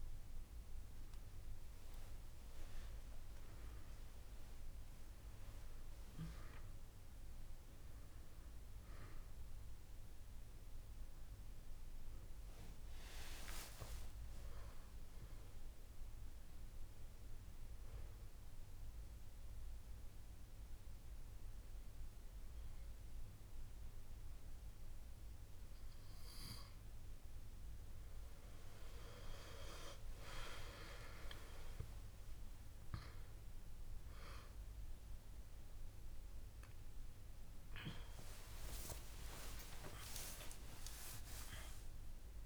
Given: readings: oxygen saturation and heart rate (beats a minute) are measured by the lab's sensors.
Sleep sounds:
a person awake in a sleep study, by a room microphone; none
0.00-13.50 s: drop in pulse transit time (device-marked)
2.50-10.50 s: oxygen desaturation (device-marked, oxygen 97% before, 94% lowest, heart rate 57 before, 28 extreme)
8.00-10.00 s: long interval between heartbeats (device-marked)
20.50-22.50 s: long interval between heartbeats (device-marked, heart rate 45 before, 65 extreme)
25.00-27.00 s: long interval between heartbeats (device-marked, heart rate 54 before, 50 extreme)
30.50-40.50 s: drop in pulse transit time (device-marked, heart rate 59 before, 28 extreme)
32.50-34.50 s: long interval between heartbeats (device-marked, heart rate 57 before, 42 extreme)
33.50-42.46 s: oxygen desaturation (device-marked, oxygen 96% before, 93% lowest)
39.00-41.00 s: long interval between heartbeats (device-marked, heart rate 56 before, 86 extreme)
From the record:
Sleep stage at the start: awake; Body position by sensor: on the back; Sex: female

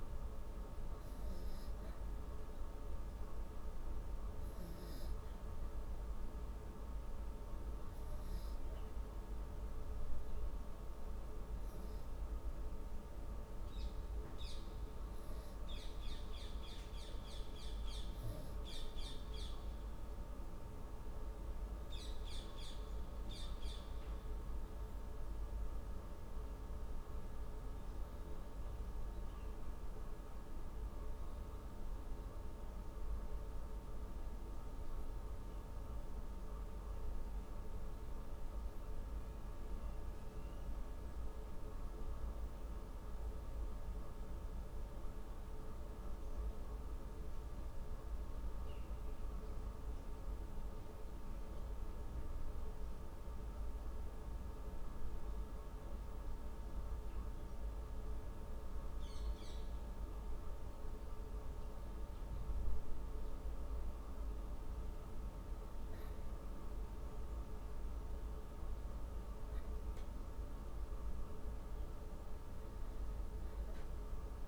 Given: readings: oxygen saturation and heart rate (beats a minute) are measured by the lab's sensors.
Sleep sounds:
breathing in sleep, hard to hear, by a room microphone; 2
2.00-15.50 s: hypopnea (oxygen 97% before, 94% lowest, heart rate 117 before, 109 extreme, up 10 after)
21.50-27.50 s: arousal
43.00-55.00 s: hypopnea (oxygen 96% before, 94% lowest, heart rate 123 before, 89 extreme, up 17 after)
57.50-61.00 s: arousal
From the record:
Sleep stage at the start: N2 (light sleep); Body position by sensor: on the back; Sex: female

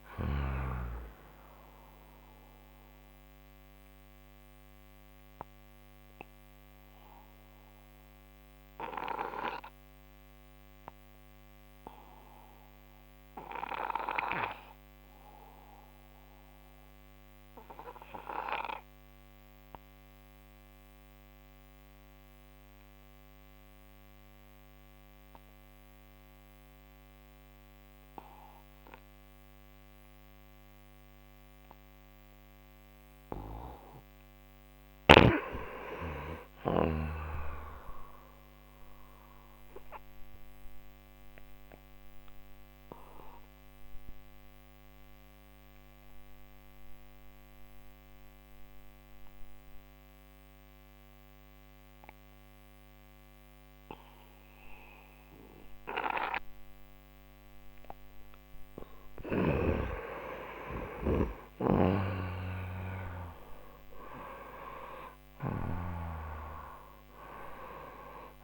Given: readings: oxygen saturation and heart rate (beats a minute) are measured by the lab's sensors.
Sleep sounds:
breathing in sleep by a microphone on the trachea; 2
0.00-20.50 s: oxygen desaturation (device-marked, oxygen 89% lowest)
3.00-32.50 s: obstructive apnea (oxygen 98% before, 89% lowest)
34.50-37.00 s: arousal
34.50-61.50 s: oxygen desaturation (device-marked, oxygen 97% before, 90% lowest)
40.00-57.50 s: obstructive apnea (oxygen 97% before, 89% lowest)
59.00-63.50 s: arousal
From the record:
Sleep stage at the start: N2 (light sleep); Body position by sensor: on the right side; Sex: male

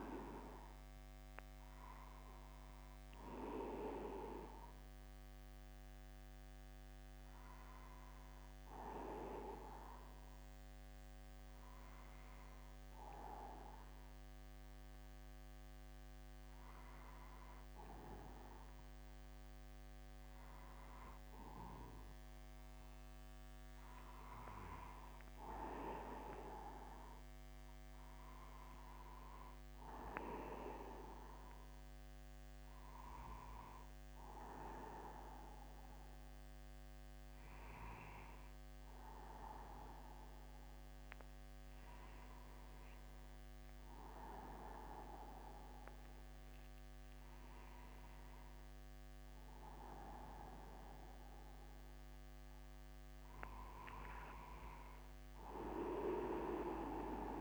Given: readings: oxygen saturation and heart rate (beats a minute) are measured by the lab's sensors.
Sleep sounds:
a person awake in a sleep study, by a microphone on the trachea; none
none scored
From the record:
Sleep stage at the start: awake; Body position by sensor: upright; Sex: male

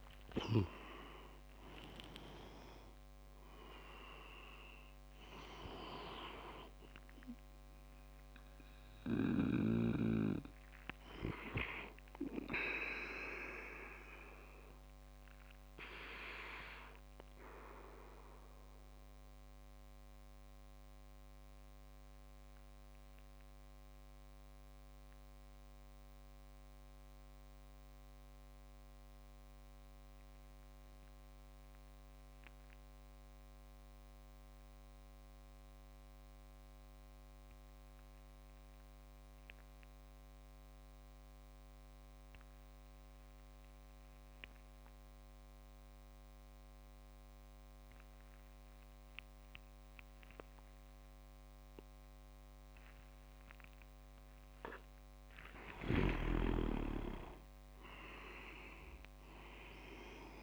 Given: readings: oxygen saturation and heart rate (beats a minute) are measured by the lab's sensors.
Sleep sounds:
breathing in sleep by a microphone on the trachea; 1
0.00-2.00 s: arousal
0.00-13.00 s: oxygen desaturation (device-marked, oxygen 93% lowest)
18.00-53.50 s: obstructive apnea (oxygen 98% before, 93% lowest)
48.00-60.42 s: oxygen desaturation (device-marked, oxygen 99% before, 93% lowest)
52.00-54.00 s: tachycardia (device-marked)
56.00-58.50 s: leg movement (device-marked)
56.00-60.42 s: arousal
From the record:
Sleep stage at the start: N2 (light sleep); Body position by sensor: on the back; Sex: male

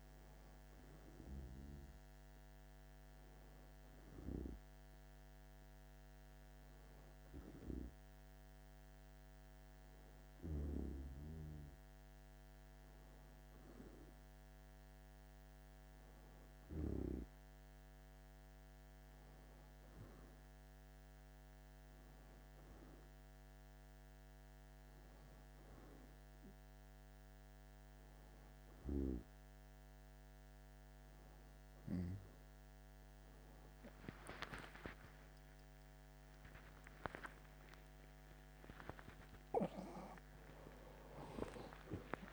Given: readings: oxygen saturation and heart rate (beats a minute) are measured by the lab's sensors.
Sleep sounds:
a person partly awake in a sleep study, by a microphone on the trachea; none
30.50-42.33 s: new sleep stage, awake
From the record:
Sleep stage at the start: N1 (lightest sleep); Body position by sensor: on the back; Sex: male

